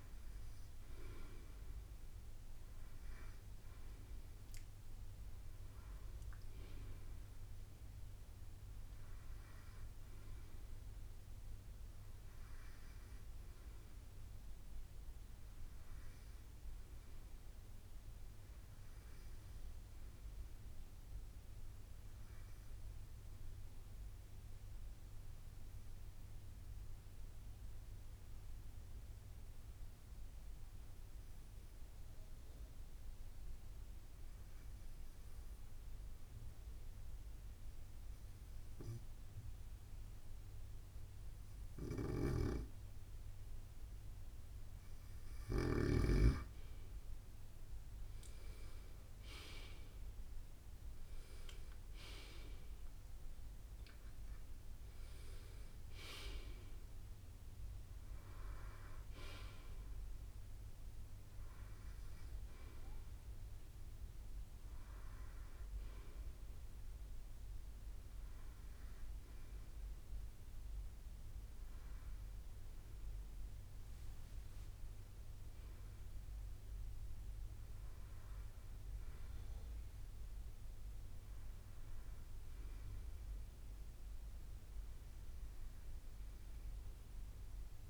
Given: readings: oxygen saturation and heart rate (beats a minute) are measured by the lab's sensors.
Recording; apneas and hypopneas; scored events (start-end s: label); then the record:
breathing in sleep by a room microphone; 1
22.50-40.50 s: obstructive apnea (oxygen 96% before, 94% lowest, heart rate 63 before, 60 extreme, up 1 after)
41.00-45.50 s: snoring (device-marked)
48.00-51.50 s: arousal
48.50-61.50 s: drop in pulse transit time (device-marked, heart rate 63 before, 63 extreme)
From the record:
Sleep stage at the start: N2 (light sleep); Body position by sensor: on the right side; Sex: male